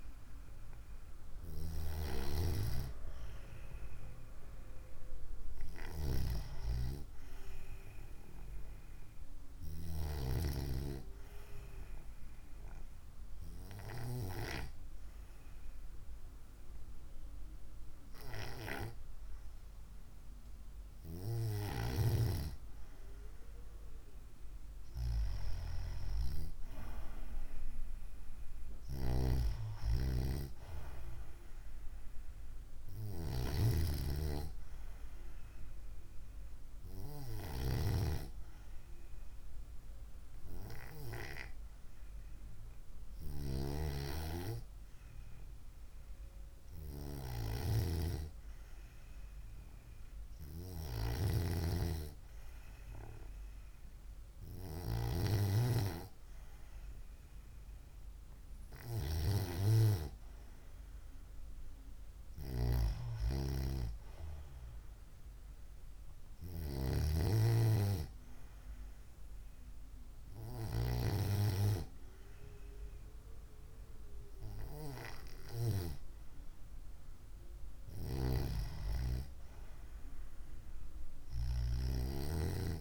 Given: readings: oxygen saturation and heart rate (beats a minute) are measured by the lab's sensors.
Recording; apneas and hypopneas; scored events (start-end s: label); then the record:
breathing in sleep by a room microphone; 2
10.00-21.50 s: hypopnea (oxygen 96% before, 93% lowest, heart rate 61 before, 56 extreme, up 3 after)
24.00-27.50 s: arousal
37.50-54.50 s: hypopnea (oxygen 96% before, 94% lowest, heart rate 61 before, 57 extreme, up 3 after)
57.00-60.00 s: arousal
From the record:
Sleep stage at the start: N2 (light sleep); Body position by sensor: on the right side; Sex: female